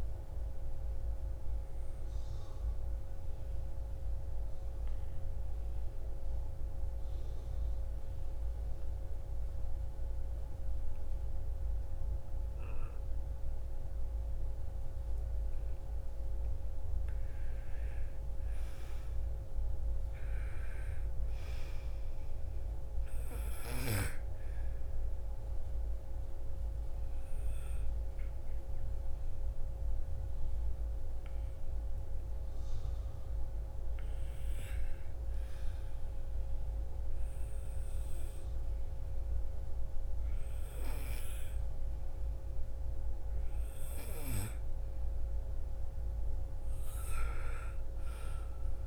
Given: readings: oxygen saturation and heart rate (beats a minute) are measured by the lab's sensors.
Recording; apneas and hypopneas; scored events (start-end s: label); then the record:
breathing in sleep by a room microphone; 1
0.00-11.50 s: oxygen desaturation (device-marked, oxygen 93% lowest, heart rate 56 extreme)
3.00-16.00 s: obstructive apnea (oxygen 99% before, 91% lowest, heart rate 56 before, 56 extreme, up 6 after)
17.50-22.00 s: arousal
20.50-33.50 s: oxygen desaturation (device-marked, oxygen 98% before, 91% lowest, heart rate 57 before, 57 extreme)
44.50-48.87 s: oxygen desaturation (device-marked, oxygen 97% before, 93% lowest, heart rate 59 before, 54 extreme)
46.00-48.87 s: arousal
From the record:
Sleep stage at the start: N2 (light sleep); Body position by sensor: on the right side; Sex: female